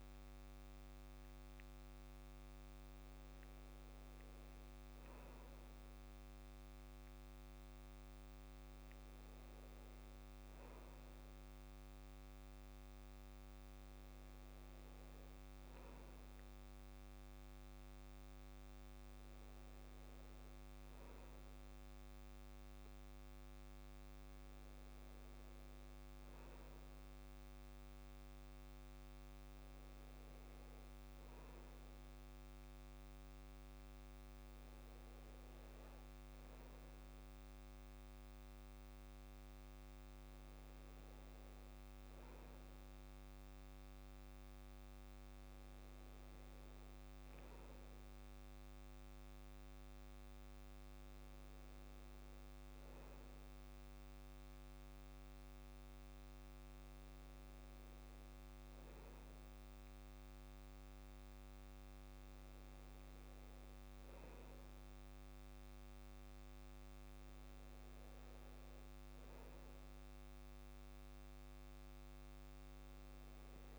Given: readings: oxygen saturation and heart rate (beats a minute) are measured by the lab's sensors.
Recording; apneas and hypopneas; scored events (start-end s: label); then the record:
breathing in sleep, hard to hear, by a microphone on the trachea; none
none scored
From the record:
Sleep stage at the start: N2 (light sleep); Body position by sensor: on the back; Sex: male